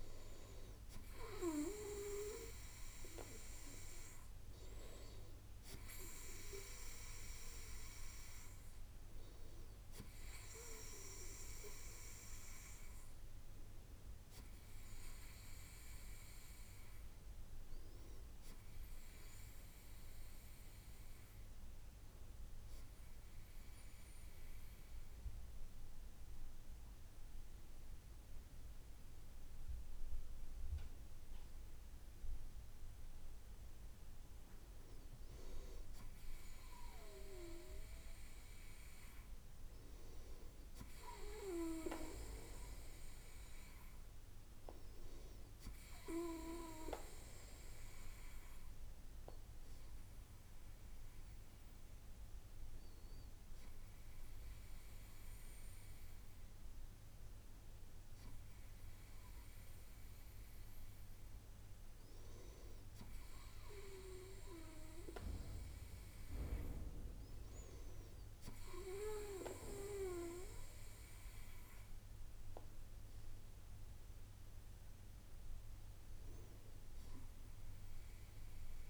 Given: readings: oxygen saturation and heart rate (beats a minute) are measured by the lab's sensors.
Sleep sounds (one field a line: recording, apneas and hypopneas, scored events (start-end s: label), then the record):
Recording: breathing in sleep by a room microphone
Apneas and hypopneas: none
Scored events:
none scored
From the record:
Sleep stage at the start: N2 (light sleep)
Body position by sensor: on the right side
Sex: male